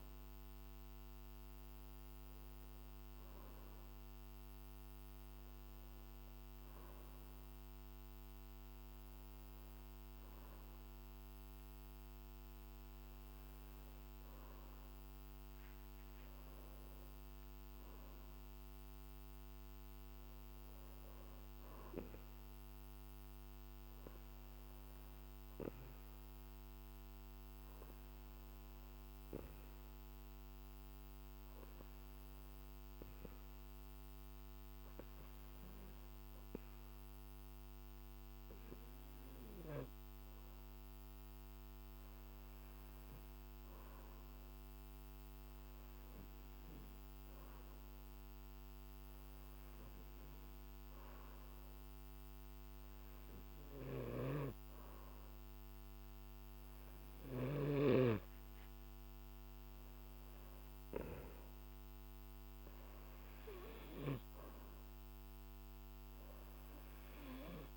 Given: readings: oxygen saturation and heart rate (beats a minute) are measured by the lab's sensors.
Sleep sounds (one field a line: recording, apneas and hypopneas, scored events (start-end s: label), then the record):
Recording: breathing in sleep by a microphone on the trachea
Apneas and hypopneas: 1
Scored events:
33.00-55.50 s: hypopnea (oxygen 97% before, 93% lowest, heart rate 50 before, 50 extreme, up 5 after)
58.50-62.00 s: arousal
From the record:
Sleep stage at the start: N2 (light sleep)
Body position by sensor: on the back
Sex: male